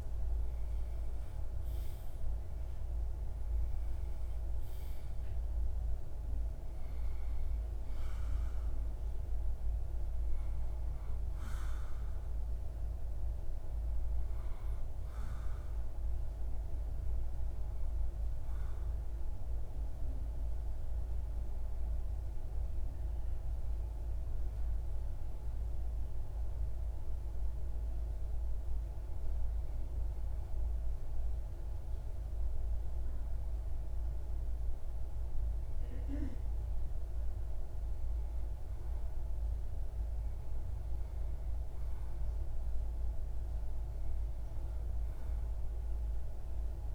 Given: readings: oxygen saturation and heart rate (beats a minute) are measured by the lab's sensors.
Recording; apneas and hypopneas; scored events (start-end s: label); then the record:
breathing in sleep, hard to hear, by a room microphone; none
0.00-1.50 s: arousal
From the record:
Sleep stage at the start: REM sleep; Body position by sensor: on the back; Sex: male